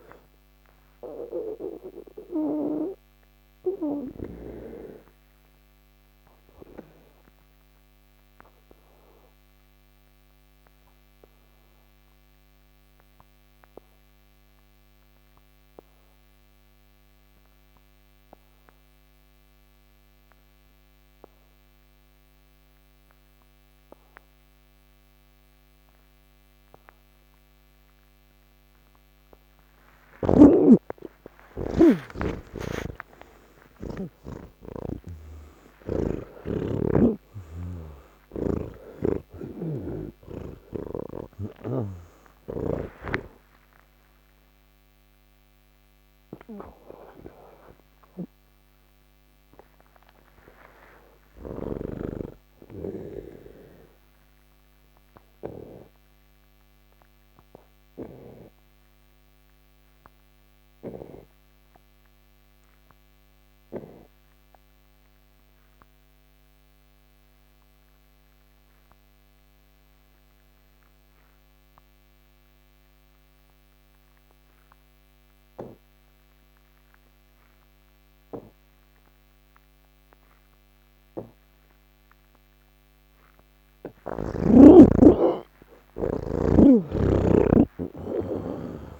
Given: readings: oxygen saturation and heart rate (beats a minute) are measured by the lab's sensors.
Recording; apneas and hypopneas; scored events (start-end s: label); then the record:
breathing in sleep by a microphone on the trachea; 2
0.00-16.00 s: oxygen desaturation (device-marked, oxygen 83% lowest, heart rate 88 extreme)
4.00-29.00 s: obstructive apnea (oxygen 98% before, 82% lowest, heart rate 143 before, 109 extreme, up 51 after)
31.00-63.00 s: oxygen desaturation (device-marked, oxygen 98% before, 82% lowest, heart rate 141 before, 98 extreme)
35.00-42.00 s: snoring (device-marked)
56.00-81.00 s: obstructive apnea (oxygen 96% before, 80% lowest, heart rate 149 before, 60 extreme)
79.00-89.00 s: oxygen desaturation (device-marked, oxygen 98% before, 80% lowest, heart rate 127 before, 60 extreme)
From the record:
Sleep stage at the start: N1 (lightest sleep); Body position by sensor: on the back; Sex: male